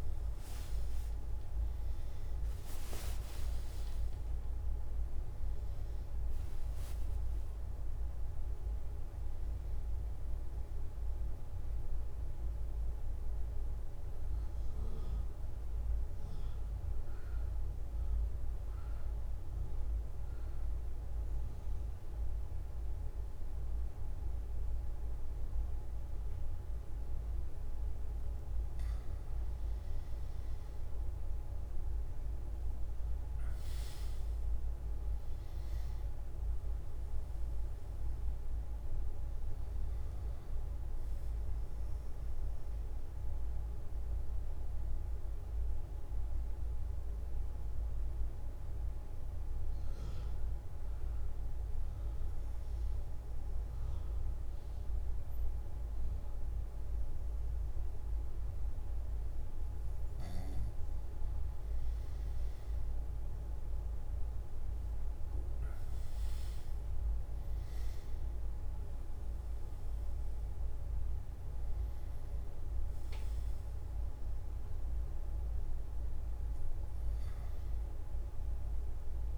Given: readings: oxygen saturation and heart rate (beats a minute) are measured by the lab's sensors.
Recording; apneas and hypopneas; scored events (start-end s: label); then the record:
breathing in sleep, hard to hear, by a room microphone; 2
3.00-20.00 s: oxygen desaturation (device-marked, oxygen 99% before, 93% lowest)
13.00-29.00 s: obstructive apnea (oxygen 99% before, 93% lowest)
39.00-52.00 s: oxygen desaturation (device-marked, oxygen 99% before, 94% lowest)
43.50-60.50 s: hypopnea (oxygen 99% before, 94% lowest)
63.00-79.38 s: new sleep stage, N1 (lightest sleep)
From the record:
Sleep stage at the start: N2 (light sleep); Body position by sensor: on the back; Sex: male